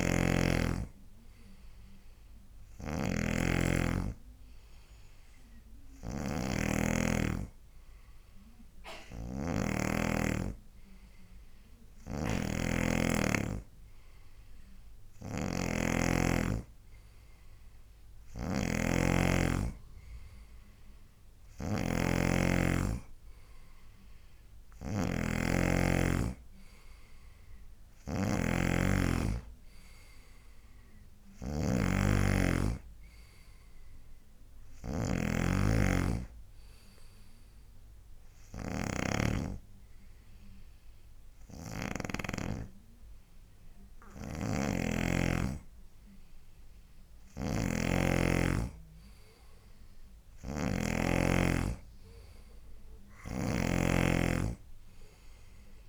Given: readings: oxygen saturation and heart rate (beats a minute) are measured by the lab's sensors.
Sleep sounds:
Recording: breathing in sleep by a room microphone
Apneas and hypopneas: none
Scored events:
0.00-43.00 s: snoring (device-marked)
47.50-55.89 s: snoring (device-marked)
From the record:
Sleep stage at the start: N2 (light sleep)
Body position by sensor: on the right side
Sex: male

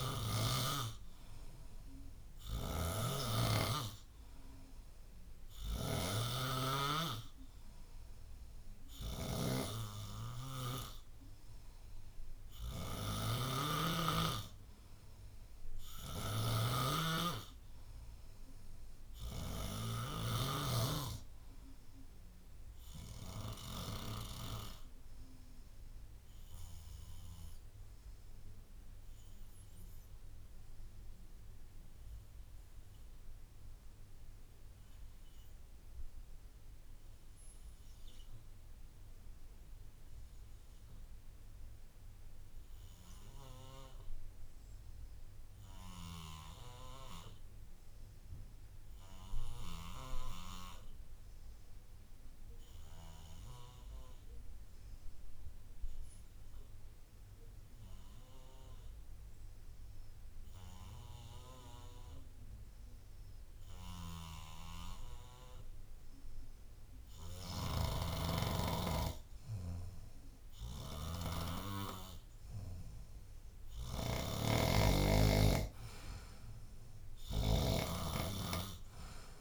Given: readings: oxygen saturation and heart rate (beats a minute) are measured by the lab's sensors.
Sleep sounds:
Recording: breathing in sleep by a room microphone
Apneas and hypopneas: 1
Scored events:
0.00-20.50 s: snoring (device-marked)
22.00-79.41 s: new sleep stage, REM sleep
27.00-70.00 s: obstructive apnea (oxygen 96% before, 73% lowest, heart rate 77 before, 66 extreme, up 16 after)
55.00-79.41 s: oxygen desaturation (device-marked, oxygen 96% before, 73% lowest, heart rate 77 before, 74 extreme)
73.00-76.50 s: arousal
74.00-78.00 s: snoring (device-marked)
From the record:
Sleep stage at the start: N2 (light sleep)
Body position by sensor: on the back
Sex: male

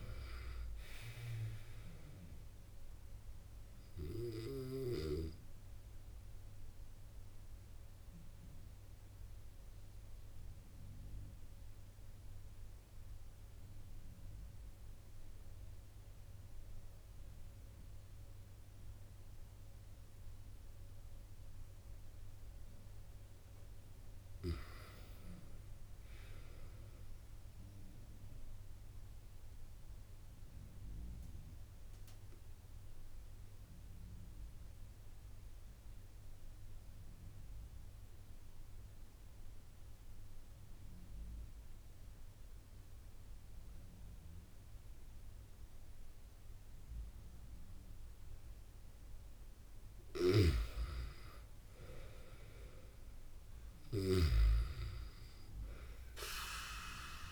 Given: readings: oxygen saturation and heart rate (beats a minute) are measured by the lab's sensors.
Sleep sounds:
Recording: breathing in sleep by a room microphone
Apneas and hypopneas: 2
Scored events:
0.00-20.00 s: oxygen desaturation (device-marked, oxygen 91% lowest)
7.50-23.50 s: obstructive apnea (oxygen 97% before, 91% lowest)
25.00-28.00 s: arousal
31.00-50.50 s: obstructive apnea (oxygen 98% before, 91% lowest)
51.50-55.00 s: arousal
53.00-57.31 s: oxygen desaturation (device-marked, oxygen 96% before, 91% lowest)
From the record:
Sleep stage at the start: N2 (light sleep)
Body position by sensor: on the back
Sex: male

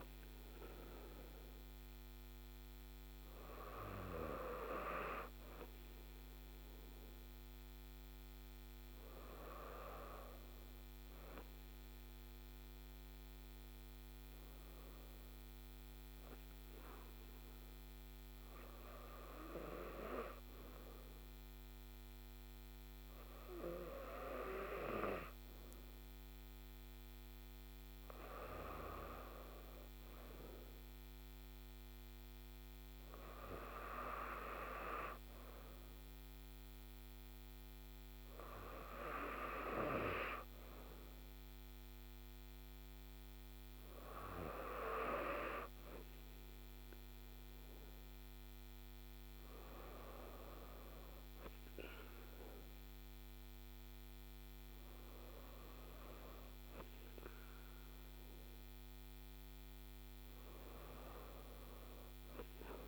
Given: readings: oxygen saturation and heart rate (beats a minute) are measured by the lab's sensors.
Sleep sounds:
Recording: breathing in sleep by a microphone on the trachea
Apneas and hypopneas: none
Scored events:
none scored
From the record:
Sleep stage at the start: N2 (light sleep)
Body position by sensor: on the right side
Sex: female

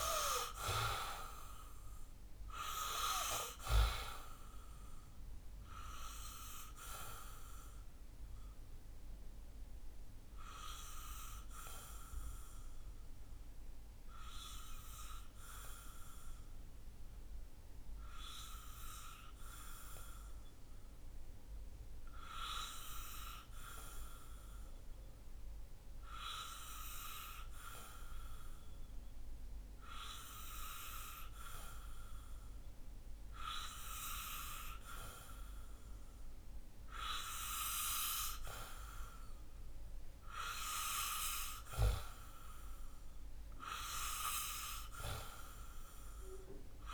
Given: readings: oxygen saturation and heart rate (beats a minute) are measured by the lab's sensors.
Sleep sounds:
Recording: breathing in sleep by a room microphone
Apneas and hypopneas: 1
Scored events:
0.00-1.50 s: arousal
2.00-26.00 s: oxygen desaturation (device-marked, oxygen 94% before, 91% lowest, heart rate 63 before, 61 extreme)
8.50-37.50 s: obstructive apnea (oxygen 96% before, 91% lowest, heart rate 64 before, 61 extreme, up 5 after)
40.00-46.94 s: oxygen desaturation (device-marked, oxygen 96% before, 92% lowest, heart rate 63 before, 62 extreme)
41.50-46.00 s: arousal
From the record:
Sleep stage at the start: N2 (light sleep)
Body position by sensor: on the back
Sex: male

